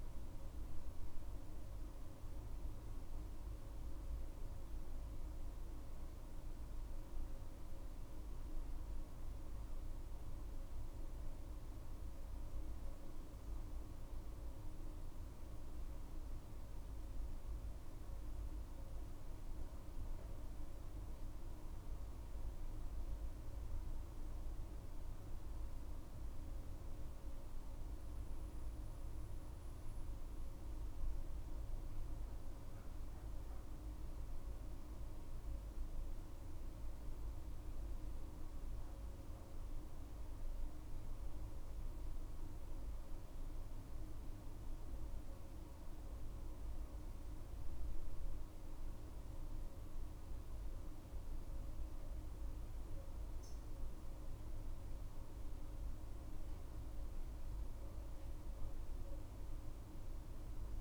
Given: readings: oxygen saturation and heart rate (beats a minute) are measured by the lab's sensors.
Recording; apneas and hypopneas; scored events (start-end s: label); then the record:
a person awake in a sleep study, hard to hear, by a room microphone; none
none scored
From the record:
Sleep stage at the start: awake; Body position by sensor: on the back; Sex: female